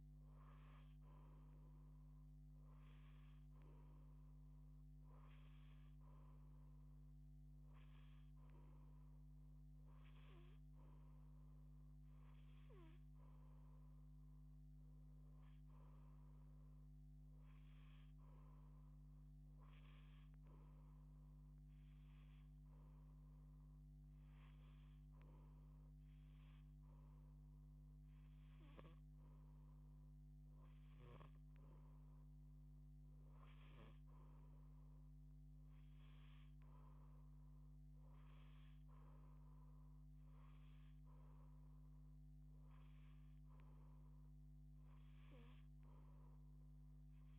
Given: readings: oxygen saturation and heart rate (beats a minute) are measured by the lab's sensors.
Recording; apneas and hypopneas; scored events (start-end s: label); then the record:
breathing in sleep, hard to hear, by a microphone on the trachea; none
none scored
From the record:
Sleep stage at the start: N2 (light sleep); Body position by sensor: on the back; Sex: female